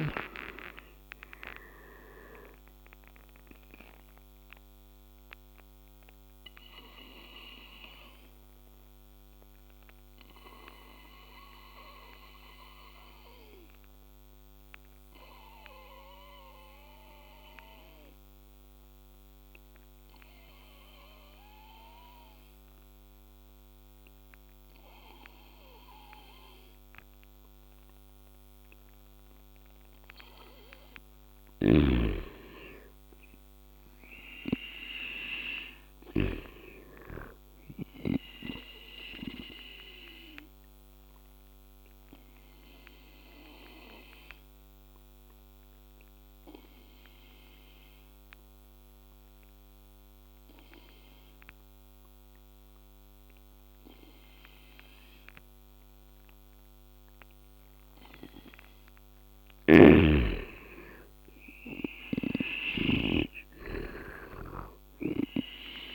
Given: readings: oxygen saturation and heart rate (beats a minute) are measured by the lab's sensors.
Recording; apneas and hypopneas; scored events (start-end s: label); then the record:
breathing in sleep by a microphone on the trachea; 2
0.00-13.50 s: oxygen desaturation (device-marked, oxygen 91% lowest, heart rate 71 extreme)
6.00-29.50 s: obstructive apnea (oxygen 99% before, 90% lowest, heart rate 80 before, 71 extreme, up 10 after)
31.00-36.00 s: snoring (device-marked)
32.00-36.00 s: arousal
35.50-42.50 s: oxygen desaturation (device-marked, oxygen 99% before, 93% lowest, heart rate 74 before, 74 extreme)
39.50-57.00 s: obstructive apnea (oxygen 99% before, 87% lowest, heart rate 75 before, 73 extreme, up 6 after)
59.50-63.00 s: arousal
60.50-65.95 s: oxygen desaturation (device-marked, oxygen 98% before, 92% lowest, heart rate 77 before, 70 extreme)
61.50-65.00 s: snoring (device-marked)
From the record:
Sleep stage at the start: N2 (light sleep); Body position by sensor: on the back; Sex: male